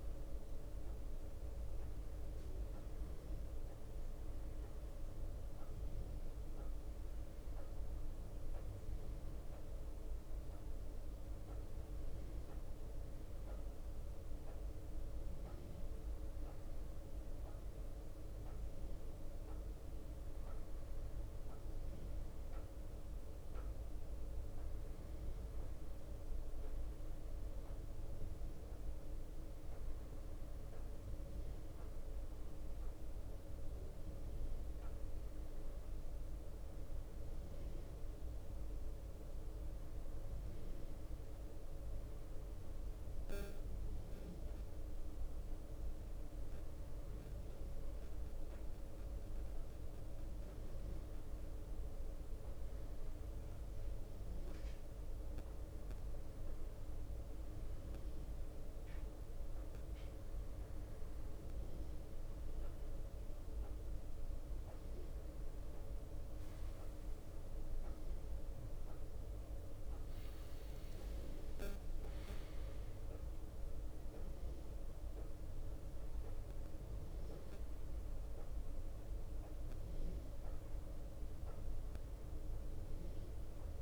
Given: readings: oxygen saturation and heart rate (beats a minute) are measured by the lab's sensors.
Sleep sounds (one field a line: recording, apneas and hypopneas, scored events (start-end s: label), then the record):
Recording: breathing in sleep, hard to hear, by a room microphone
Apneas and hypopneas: none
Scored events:
0.00-5.50 s: drop in pulse transit time (device-marked, heart rate 67 extreme)
35.50-55.50 s: bradycardia (device-marked, heart rate 66 before, 59 extreme)
From the record:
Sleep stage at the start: N1 (lightest sleep)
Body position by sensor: on the right side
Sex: male